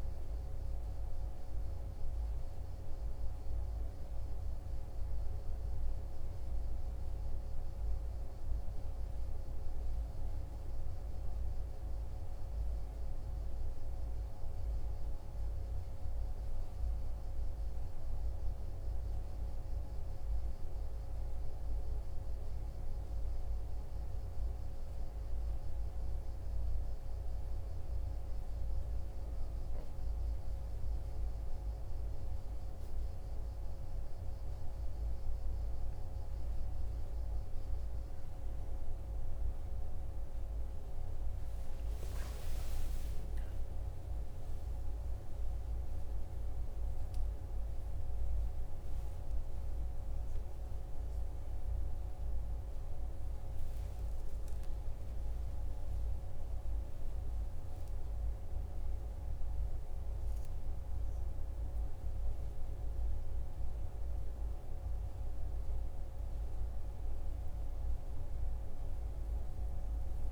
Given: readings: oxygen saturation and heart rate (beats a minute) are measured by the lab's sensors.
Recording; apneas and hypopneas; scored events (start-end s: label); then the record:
a person partly awake in a sleep study, hard to hear, by a room microphone; 1
23.00-34.50 s: hypopnea (oxygen 98% before, 95% lowest, heart rate 46 before, 45 extreme, up 3 after)
36.50-70.32 s: new sleep stage, awake
From the record:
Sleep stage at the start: N1 (lightest sleep); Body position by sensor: on the right side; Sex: male